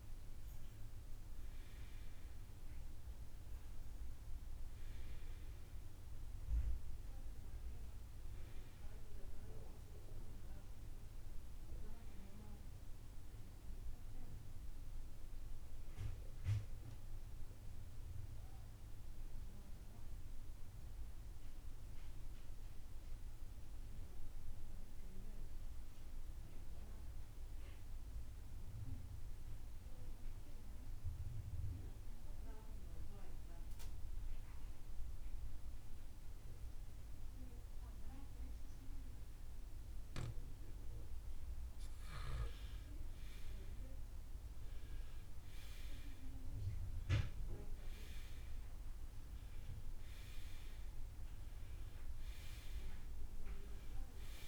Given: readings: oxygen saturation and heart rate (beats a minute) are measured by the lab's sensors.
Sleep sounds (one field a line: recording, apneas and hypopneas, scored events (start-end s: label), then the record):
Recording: breathing in sleep, hard to hear, by a room microphone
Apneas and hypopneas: 1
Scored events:
0.00-23.50 s: oxygen desaturation (device-marked, oxygen 81% lowest, heart rate 60 extreme)
17.00-42.50 s: mixed apnea (oxygen 93% before, 83% lowest, heart rate 77 before, 59 extreme, up 4 after)
44.00-48.00 s: arousal
48.50-54.48 s: oxygen desaturation (device-marked, oxygen 97% before, 84% lowest, heart rate 65 before, 56 extreme)
From the record:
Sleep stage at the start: REM sleep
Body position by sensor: on the right side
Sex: male